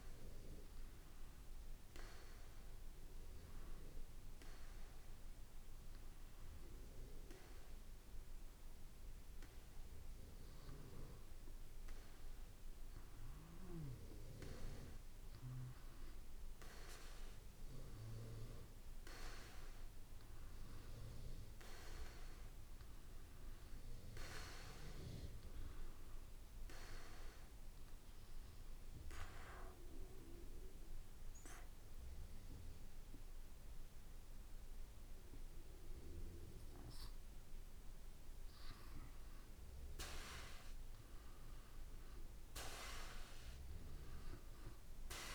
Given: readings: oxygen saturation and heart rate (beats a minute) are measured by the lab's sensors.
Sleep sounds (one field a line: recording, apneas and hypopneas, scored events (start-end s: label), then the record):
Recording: breathing in sleep by a room microphone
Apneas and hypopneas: 2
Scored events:
2.50-13.50 s: obstructive apnea (oxygen 97% before, 91% lowest, heart rate 56 before, 54 extreme, up 3 after)
17.50-21.00 s: arousal
28.00-39.00 s: obstructive apnea (oxygen 95% before, 91% lowest, heart rate 56 before, 53 extreme, up 3 after)
42.50-45.35 s: arousal
From the record:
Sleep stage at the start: N2 (light sleep)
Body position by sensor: on the back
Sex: male